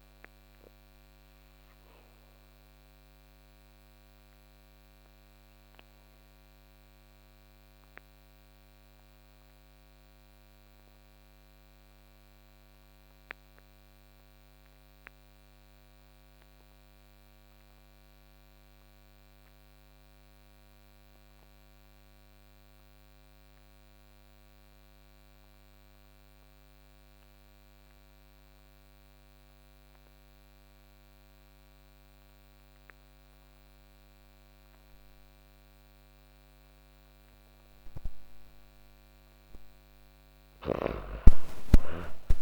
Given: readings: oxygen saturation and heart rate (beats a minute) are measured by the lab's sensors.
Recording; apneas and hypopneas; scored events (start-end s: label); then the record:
breathing in sleep by a microphone on the trachea; 1
0.00-19.50 s: oxygen desaturation (device-marked, oxygen 73% lowest, heart rate 56 extreme)
0.50-37.50 s: obstructive apnea (oxygen 98% before, 73% lowest, heart rate 90 before, 50 extreme, up 37 after)
32.50-42.42 s: oxygen desaturation (device-marked, oxygen 99% before, 73% lowest, heart rate 110 before, 50 extreme)
39.50-42.42 s: arousal
From the record:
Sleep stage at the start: N2 (light sleep); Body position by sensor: on the back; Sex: female